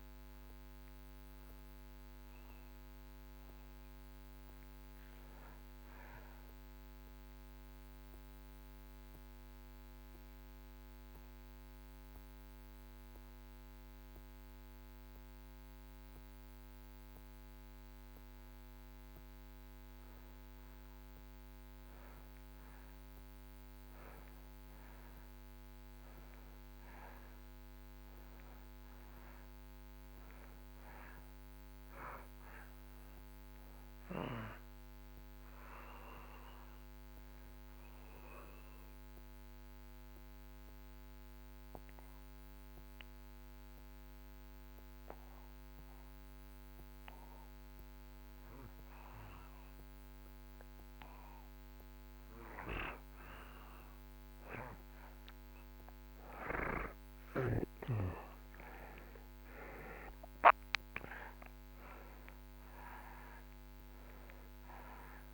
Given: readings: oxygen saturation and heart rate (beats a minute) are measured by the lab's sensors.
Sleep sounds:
breathing in sleep by a microphone on the trachea; 2
0.00-21.50 s: oxygen desaturation (device-marked, oxygen 75% lowest)
6.00-17.00 s: mixed apnea (oxygen 95% before, 75% lowest)
28.00-32.50 s: arousal
36.00-50.00 s: mixed apnea (oxygen 99% before, 82% lowest)
37.50-56.50 s: oxygen desaturation (device-marked, oxygen 98% before, 87% lowest)
52.50-56.00 s: arousal
From the record:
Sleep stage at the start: N2 (light sleep); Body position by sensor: on the back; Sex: male

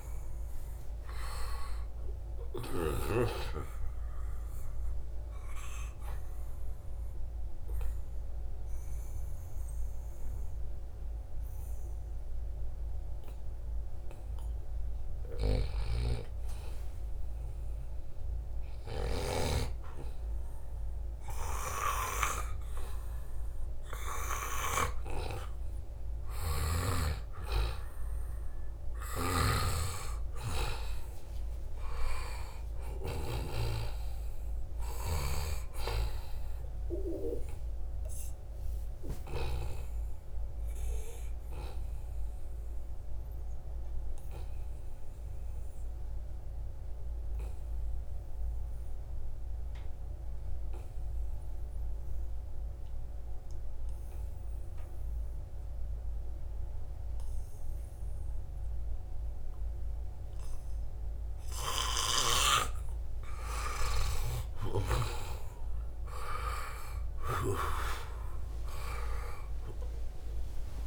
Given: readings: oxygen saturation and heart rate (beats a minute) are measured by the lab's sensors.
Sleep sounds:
breathing in sleep by a room microphone; 2
0.00-10.50 s: oxygen desaturation (device-marked, oxygen 92% lowest, heart rate 77 extreme)
4.00-14.50 s: obstructive apnea (oxygen 98% before, 90% lowest, heart rate 79 before, 77 extreme, up 2 after)
16.00-20.50 s: arousal
29.00-33.50 s: snoring (device-marked)
29.50-51.50 s: oxygen desaturation (device-marked, oxygen 96% before, 92% lowest, heart rate 79 before, 72 extreme)
41.00-63.00 s: obstructive apnea (oxygen 96% before, 87% lowest, heart rate 82 before, 72 extreme, up 6 after)
62.50-70.87 s: oxygen desaturation (device-marked, oxygen 96% before, 87% lowest, heart rate 76 before, 74 extreme)
63.50-67.50 s: arousal
From the record:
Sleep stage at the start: N2 (light sleep); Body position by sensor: on the back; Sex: male

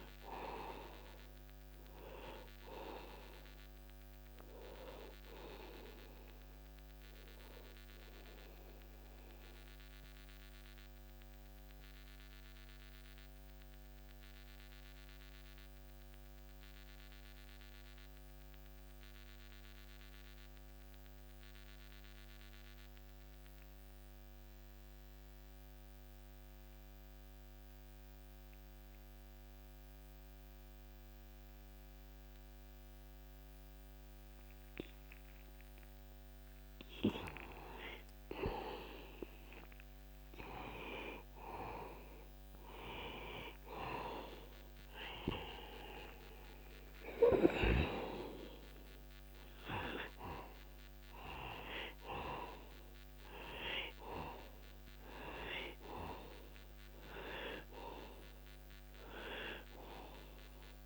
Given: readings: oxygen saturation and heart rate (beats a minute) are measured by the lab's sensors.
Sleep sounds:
breathing in sleep by a microphone on the trachea; 1
0.00-23.50 s: oxygen desaturation (device-marked, oxygen 85% lowest, heart rate 61 extreme)
10.00-37.00 s: mixed apnea (oxygen 95% before, 85% lowest, heart rate 62 before, 61 extreme, up 1 after)
38.50-43.00 s: arousal
40.50-60.86 s: oxygen desaturation (device-marked, oxygen 97% before, 85% lowest, heart rate 62 before, 61 extreme)
From the record:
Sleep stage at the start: N2 (light sleep); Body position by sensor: on the back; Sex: male

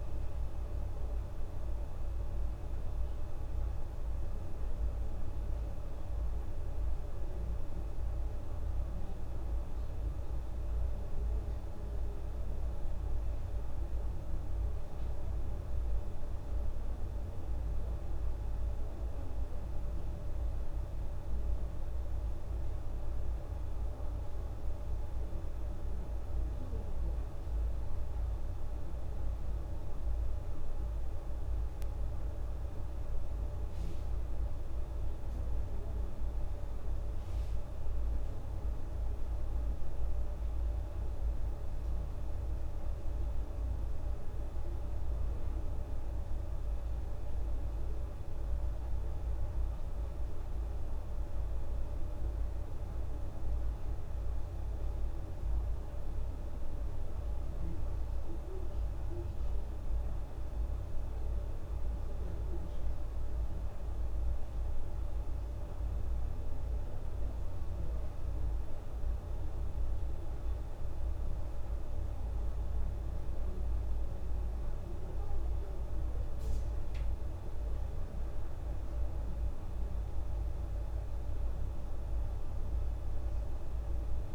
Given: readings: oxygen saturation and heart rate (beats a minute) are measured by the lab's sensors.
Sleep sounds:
breathing in sleep, hard to hear, by a room microphone; none
none scored
From the record:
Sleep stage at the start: N1 (lightest sleep); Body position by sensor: on the back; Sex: female

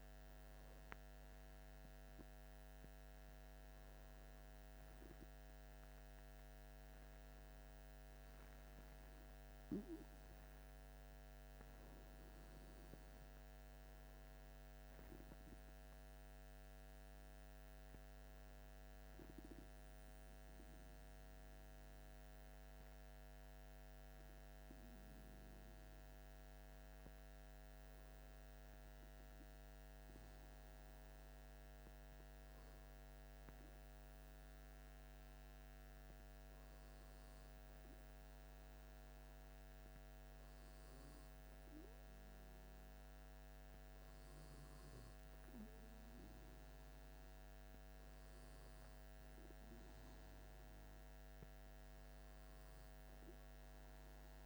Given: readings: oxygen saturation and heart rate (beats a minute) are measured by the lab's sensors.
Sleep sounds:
a person awake in a sleep study, hard to hear, by a microphone on the trachea; none
30.00-54.46 s: new sleep stage, N2 (light sleep)
From the record:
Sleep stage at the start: awake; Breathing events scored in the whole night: 115 in 3.9 hours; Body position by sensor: on the back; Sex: male

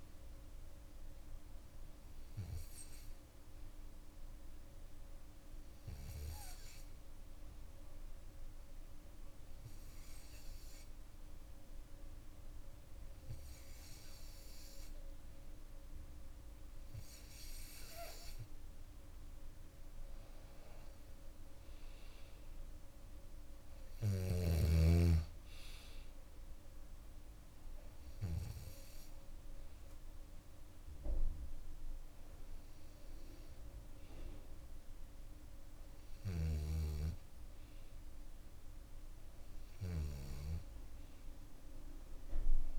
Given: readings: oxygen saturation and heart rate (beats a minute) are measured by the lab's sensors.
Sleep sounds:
breathing in sleep by a room microphone; none
28.00-30.00 s: bradycardia (device-marked, heart rate 65 before, 61 extreme)
From the record:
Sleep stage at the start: N2 (light sleep); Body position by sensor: on the back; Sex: female

